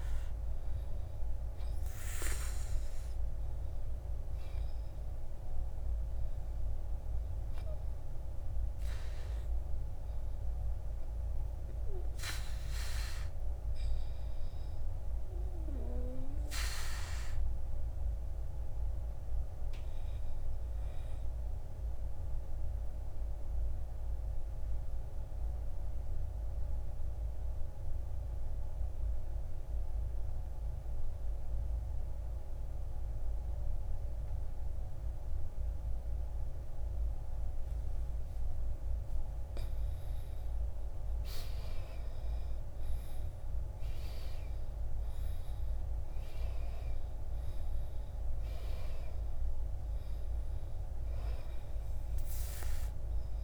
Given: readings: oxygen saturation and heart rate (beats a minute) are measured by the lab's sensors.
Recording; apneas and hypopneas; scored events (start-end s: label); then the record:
breathing in sleep by a room microphone; 1
0.00-23.50 s: oxygen desaturation (device-marked, oxygen 76% lowest, heart rate 53 extreme)
18.50-39.50 s: obstructive apnea (oxygen 95% before, 83% lowest, heart rate 64 before, 52 extreme, up 12 after)
42.00-46.50 s: arousal
47.50-53.44 s: oxygen desaturation (device-marked, oxygen 97% before, 83% lowest, heart rate 60 before, 51 extreme)
From the record:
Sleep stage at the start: N2 (light sleep); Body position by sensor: on the back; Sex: male